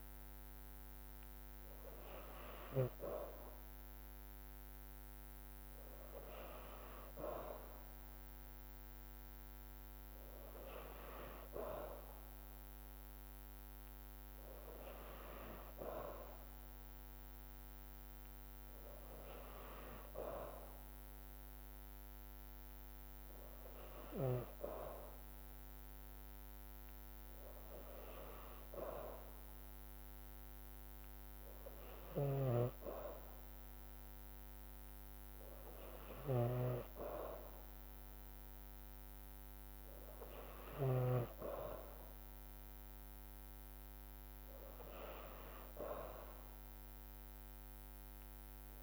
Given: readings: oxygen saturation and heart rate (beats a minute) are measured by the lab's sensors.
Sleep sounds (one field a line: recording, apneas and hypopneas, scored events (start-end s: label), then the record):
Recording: breathing in sleep by a microphone on the trachea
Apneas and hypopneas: none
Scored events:
31.50-41.00 s: snoring (device-marked)
From the record:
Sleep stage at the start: N2 (light sleep)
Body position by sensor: on the back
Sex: female